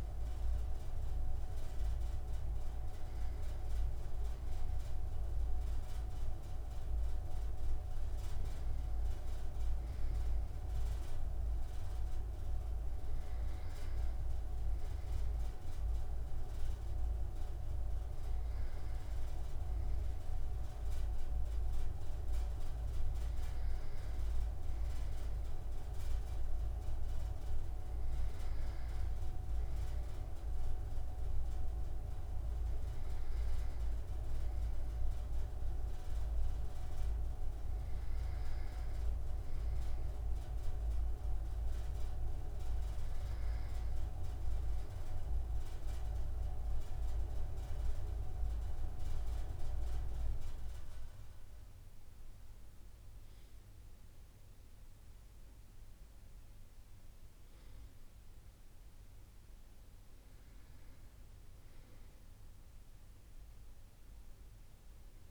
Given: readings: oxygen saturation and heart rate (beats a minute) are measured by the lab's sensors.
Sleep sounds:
breathing in sleep by a room microphone; none
none scored
From the record:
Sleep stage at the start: N2 (light sleep); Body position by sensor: on the right side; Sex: male

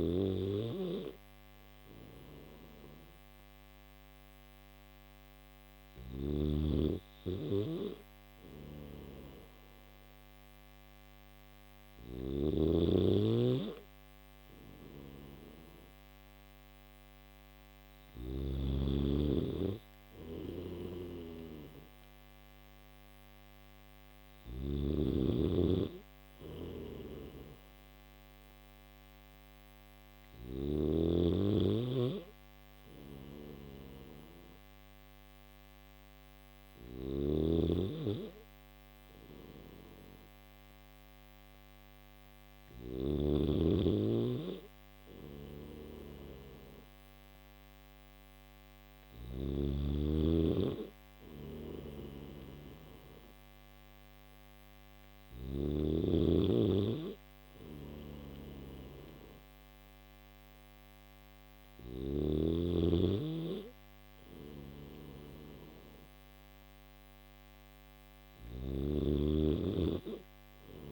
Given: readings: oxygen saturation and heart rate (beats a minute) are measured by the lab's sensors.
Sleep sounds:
breathing in sleep by a microphone on the trachea; none
5.50-18.00 s: snoring (device-marked)
24.00-30.00 s: snoring (device-marked)
36.00-49.00 s: snoring (device-marked)
51.00-55.00 s: snoring (device-marked)
67.50-70.92 s: snoring (device-marked)
From the record:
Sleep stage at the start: N1 (lightest sleep); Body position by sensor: on the back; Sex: male

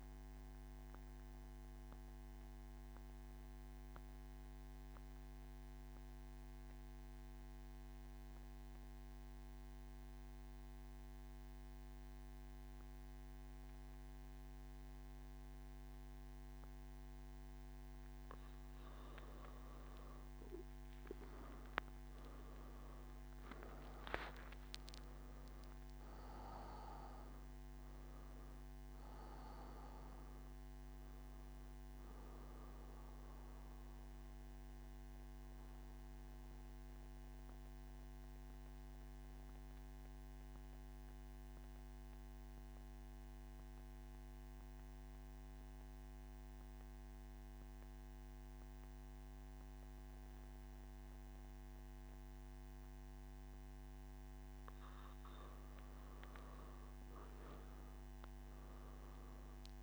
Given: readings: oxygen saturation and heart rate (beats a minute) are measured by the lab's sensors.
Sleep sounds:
breathing in sleep, hard to hear, by a microphone on the trachea; none
0.00-5.00 s: oxygen desaturation (device-marked, oxygen 93% lowest, heart rate 107 extreme)
21.00-43.00 s: oxygen desaturation (device-marked, oxygen 98% before, 93% lowest, heart rate 124 before, 73 extreme)
57.00-59.83 s: oxygen desaturation (device-marked, oxygen 98% before, 93% lowest, heart rate 123 before, 59 extreme)
From the record:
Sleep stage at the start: N1 (lightest sleep); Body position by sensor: on the back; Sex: male

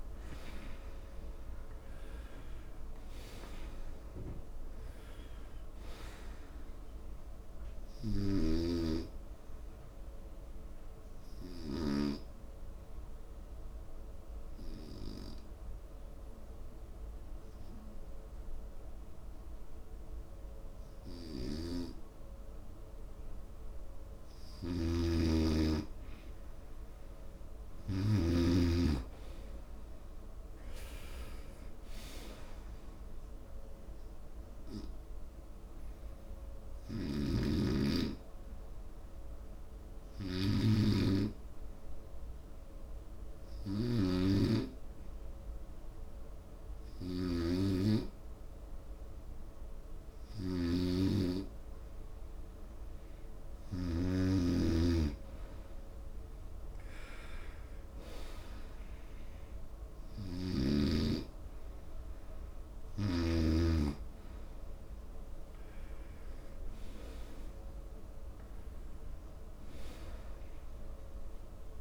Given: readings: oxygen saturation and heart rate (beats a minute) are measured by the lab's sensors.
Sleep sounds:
breathing in sleep by a room microphone; 2
0.00-4.50 s: arousal
0.00-8.50 s: oxygen desaturation (device-marked, oxygen 88% lowest, heart rate 72 extreme)
10.50-24.50 s: obstructive apnea (oxygen 96% before, 89% lowest, heart rate 76 before, 69 extreme, up 2 after)
21.50-30.50 s: oxygen desaturation (device-marked, oxygen 96% before, 91% lowest, heart rate 76 before, 69 extreme)
25.00-29.00 s: snoring (device-marked)
29.50-33.50 s: arousal
38.50-53.00 s: hypopnea (oxygen 96% before, 89% lowest, heart rate 73 before, 73 extreme, up 7 after)
47.50-54.50 s: snoring (device-marked)
49.50-61.50 s: oxygen desaturation (device-marked, oxygen 96% before, 89% lowest, heart rate 72 before, 74 extreme)
61.00-66.00 s: arousal
From the record:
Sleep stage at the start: N2 (light sleep); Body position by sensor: on the right side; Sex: male

